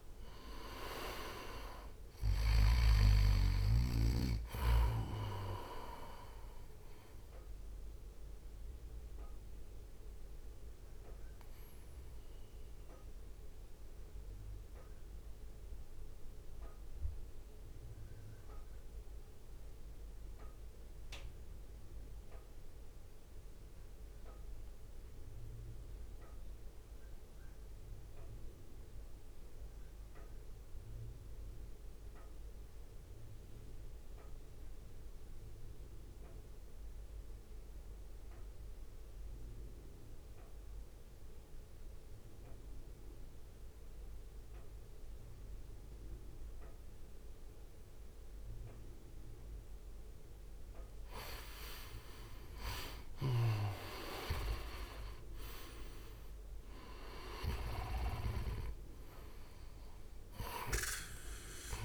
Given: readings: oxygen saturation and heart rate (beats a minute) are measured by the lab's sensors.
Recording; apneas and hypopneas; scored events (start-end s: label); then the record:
breathing in sleep by a room microphone; 1
0.00-1.00 s: arousal
0.00-13.00 s: oxygen desaturation (device-marked, oxygen 86% lowest, heart rate 53 extreme)
0.00-16.00 s: drop in pulse transit time (device-marked, heart rate 57 before, 53 extreme)
8.50-49.00 s: mixed apnea (oxygen 98% before, 84% lowest, heart rate 57 before, 54 extreme, up 9 after)
15.00-33.00 s: oxygen desaturation (device-marked, oxygen 93% before, 84% lowest, heart rate 57 before, 54 extreme)
46.00-61.85 s: oxygen desaturation (device-marked, oxygen 97% before, 86% lowest, heart rate 61 before, 54 extreme)
52.50-57.00 s: arousal
55.00-61.85 s: drop in pulse transit time (device-marked, heart rate 58 before, 54 extreme)
From the record:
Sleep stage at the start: REM sleep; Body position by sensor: on the right side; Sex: male